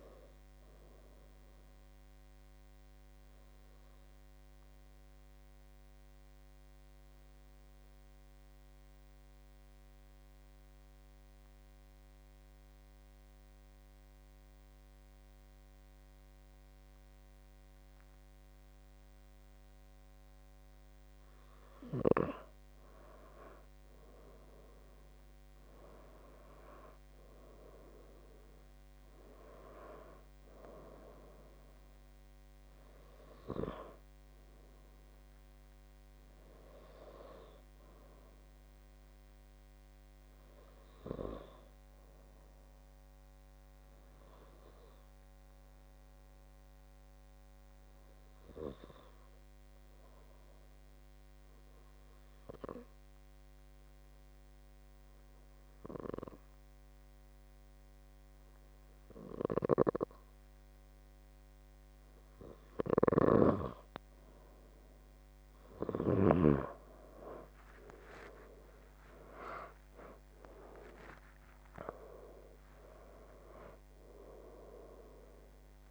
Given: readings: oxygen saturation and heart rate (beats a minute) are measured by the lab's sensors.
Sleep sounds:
breathing in sleep by a microphone on the trachea; 2
0.00-15.50 s: oxygen desaturation (device-marked, oxygen 91% lowest, heart rate 62 extreme)
0.50-22.00 s: obstructive apnea (oxygen 97% before, 91% lowest, heart rate 82 before, 62 extreme, up 16 after)
23.50-27.50 s: arousal
26.50-49.50 s: oxygen desaturation (device-marked, oxygen 98% before, 92% lowest, heart rate 68 before, 69 extreme)
43.50-62.00 s: obstructive apnea (oxygen 98% before, 91% lowest, heart rate 76 before, 64 extreme, up 8 after)
62.50-75.91 s: oxygen desaturation (device-marked, oxygen 97% before, 91% lowest, heart rate 73 before, 63 extreme)
68.00-72.00 s: arousal
From the record:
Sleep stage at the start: N2 (light sleep); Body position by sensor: on the left side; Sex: male

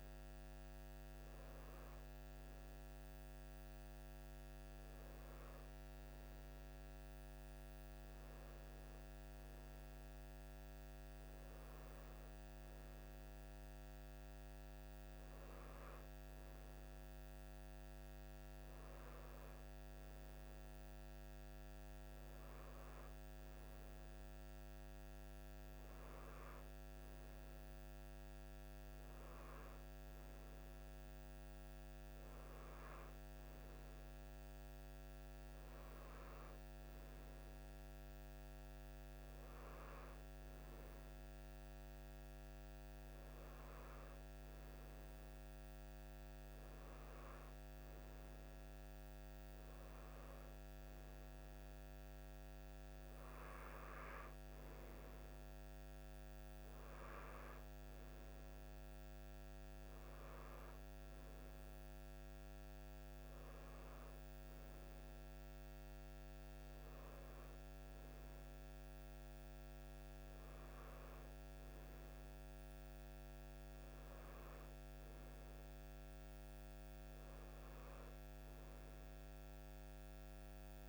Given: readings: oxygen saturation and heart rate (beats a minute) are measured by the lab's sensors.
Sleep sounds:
breathing in sleep, hard to hear, by a microphone on the trachea; none
none scored
From the record:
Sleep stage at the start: N3 (deep sleep); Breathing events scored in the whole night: 55 in 6.1 hours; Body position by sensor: on the right side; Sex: male

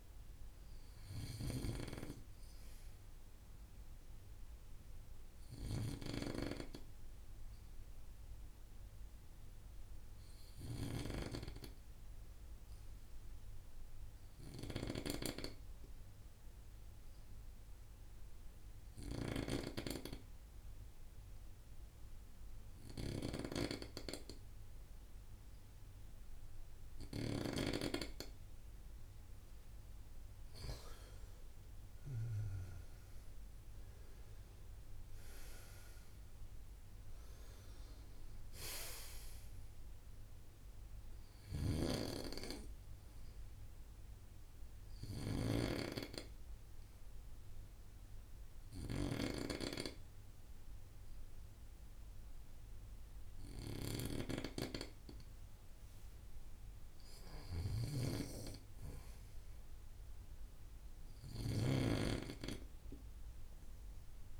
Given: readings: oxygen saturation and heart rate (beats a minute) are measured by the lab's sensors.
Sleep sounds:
breathing in sleep by a room microphone; 2
0.00-7.50 s: oxygen desaturation (device-marked, oxygen 91% lowest, heart rate 53 extreme)
8.50-27.50 s: obstructive apnea (oxygen 96% before, 91% lowest, heart rate 58 before, 48 extreme, up 7 after)
30.00-34.00 s: arousal
35.50-60.50 s: oxygen desaturation (device-marked, oxygen 95% before, 91% lowest, heart rate 59 before, 47 extreme)
44.00-55.00 s: obstructive apnea (oxygen 97% before, 91% lowest, heart rate 60 before, 47 extreme, up 24 after)
61.00-64.40 s: snoring (device-marked)
62.00-64.40 s: arousal
From the record:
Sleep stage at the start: N2 (light sleep); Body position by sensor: on the right side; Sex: male

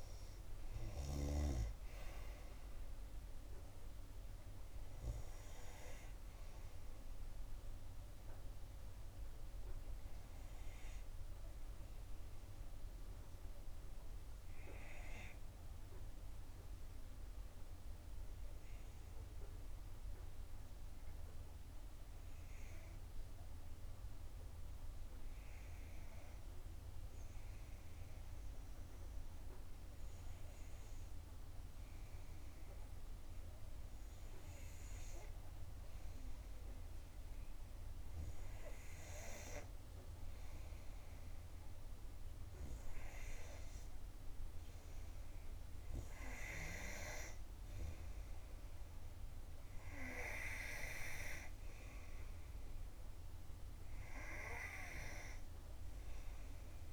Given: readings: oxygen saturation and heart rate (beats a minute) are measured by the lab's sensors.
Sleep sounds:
breathing in sleep by a room microphone; 1
0.00-27.00 s: oxygen desaturation (device-marked, oxygen 89% lowest, heart rate 56 extreme)
13.00-38.00 s: obstructive apnea (oxygen 97% before, 89% lowest, heart rate 67 before, 60 extreme, up 1 after)
41.00-45.00 s: arousal
41.00-56.93 s: oxygen desaturation (device-marked, oxygen 97% before, 91% lowest, heart rate 62 before, 60 extreme)
From the record:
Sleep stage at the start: N2 (light sleep); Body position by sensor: on the back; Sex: female

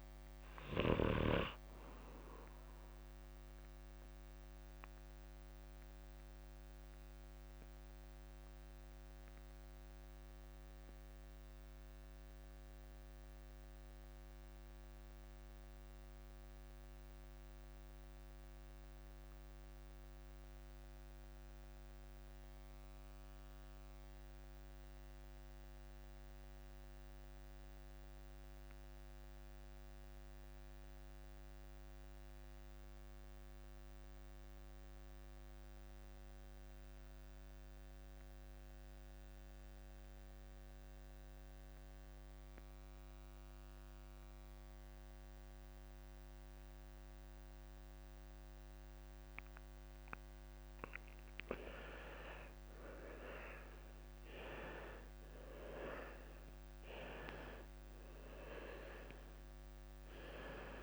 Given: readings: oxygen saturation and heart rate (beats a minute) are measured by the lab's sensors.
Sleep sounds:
breathing in sleep by a microphone on the trachea; 1
0.00-23.50 s: oxygen desaturation (device-marked, oxygen 77% lowest)
3.50-5.50 s: long interval between heartbeats (device-marked, heart rate 60 before, 52 extreme)
5.00-49.50 s: obstructive apnea (oxygen 88% before, 77% lowest)
17.50-19.50 s: long interval between heartbeats (device-marked, heart rate 38 before, 28 extreme)
33.00-35.00 s: long interval between heartbeats (device-marked)
40.50-60.83 s: oxygen desaturation (device-marked, oxygen 98% before, 79% lowest)
44.00-46.00 s: long interval between heartbeats (device-marked)
48.50-60.83 s: new sleep stage, N2 (light sleep)
51.50-53.50 s: long interval between heartbeats (device-marked, heart rate 30 before, 41 extreme)
52.00-58.00 s: arousal
54.00-56.00 s: long interval between heartbeats (device-marked, heart rate 32 before, 64 extreme)
56.50-58.50 s: long interval between heartbeats (device-marked, heart rate 38 before, 61 extreme)
From the record:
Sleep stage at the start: REM sleep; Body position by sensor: on the left side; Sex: male

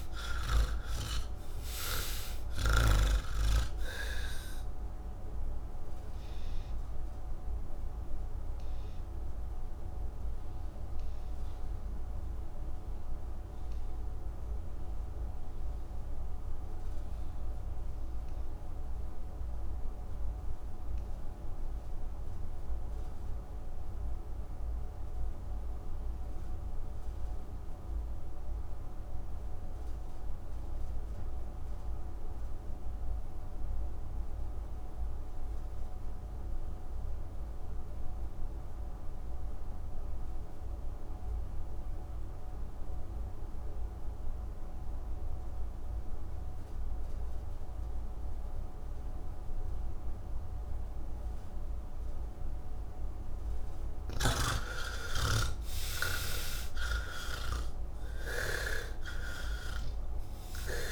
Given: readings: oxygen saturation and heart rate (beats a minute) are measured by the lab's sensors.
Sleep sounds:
breathing in sleep by a room microphone; 1
0.00-23.00 s: oxygen desaturation (device-marked, oxygen 68% lowest, heart rate 78 extreme)
5.00-53.50 s: mixed apnea (oxygen 96% before, 64% lowest, heart rate 135 before, 66 extreme)
25.00-60.92 s: oxygen desaturation (device-marked, oxygen 97% before, 64% lowest, heart rate 115 before, 66 extreme)
54.00-57.50 s: snoring (device-marked)
From the record:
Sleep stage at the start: N1 (lightest sleep); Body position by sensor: on the back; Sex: male

